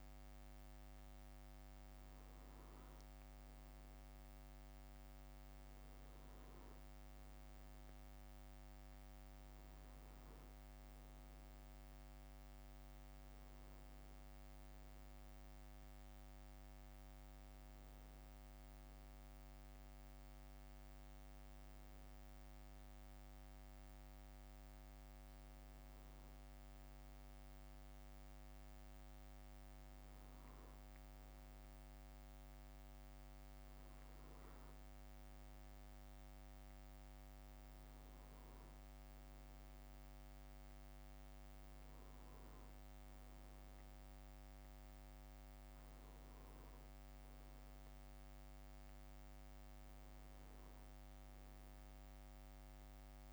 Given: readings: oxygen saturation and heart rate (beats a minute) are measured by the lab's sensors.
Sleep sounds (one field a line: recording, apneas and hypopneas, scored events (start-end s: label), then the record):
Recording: breathing in sleep, hard to hear, by a microphone on the trachea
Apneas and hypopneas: none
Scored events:
41.00-53.33 s: new sleep stage, N2 (light sleep)
From the record:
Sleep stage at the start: N1 (lightest sleep)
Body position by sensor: on the back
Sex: male